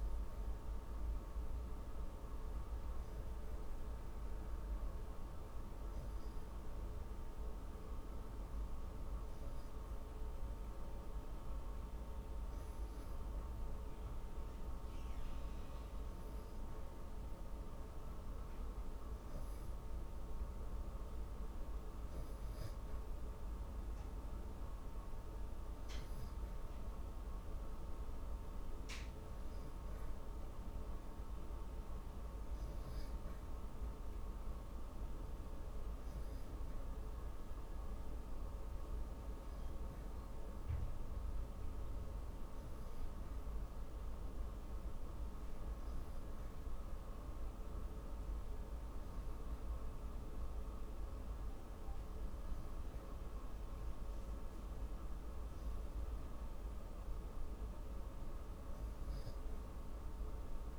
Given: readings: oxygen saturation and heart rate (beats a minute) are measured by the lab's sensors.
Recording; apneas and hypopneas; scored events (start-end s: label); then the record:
breathing in sleep, hard to hear, by a room microphone; none
none scored
From the record:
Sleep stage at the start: N2 (light sleep); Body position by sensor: on the back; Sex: female